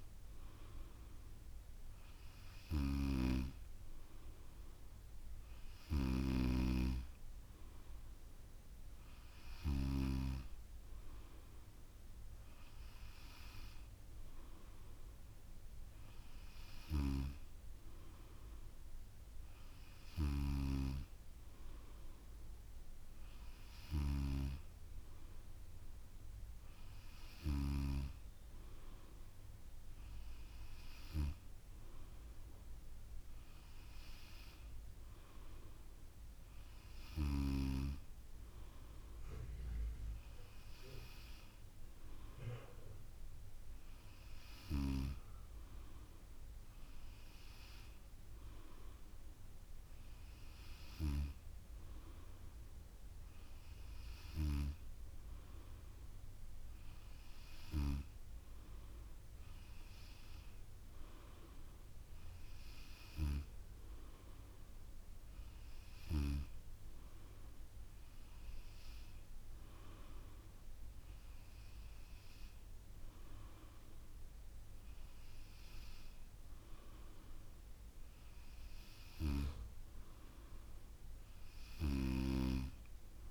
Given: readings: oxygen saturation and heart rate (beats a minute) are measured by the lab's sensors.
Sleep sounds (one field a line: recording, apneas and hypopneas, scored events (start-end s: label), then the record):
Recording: breathing in sleep by a room microphone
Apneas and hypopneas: none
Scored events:
none scored
From the record:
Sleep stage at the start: N2 (light sleep)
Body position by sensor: on the back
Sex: female